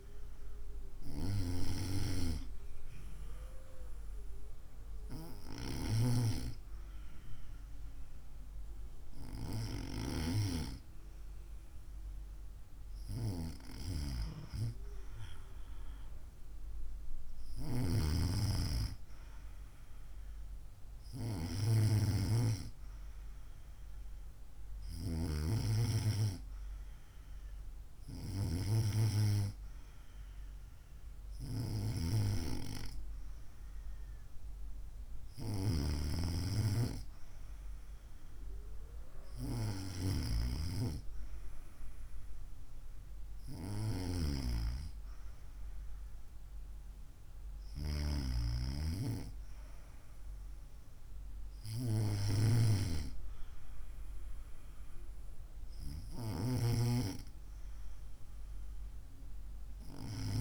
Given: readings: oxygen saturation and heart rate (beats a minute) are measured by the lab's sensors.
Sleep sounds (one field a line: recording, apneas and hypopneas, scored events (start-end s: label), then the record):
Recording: breathing in sleep by a room microphone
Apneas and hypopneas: none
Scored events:
none scored
From the record:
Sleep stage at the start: N2 (light sleep)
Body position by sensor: on the right side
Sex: female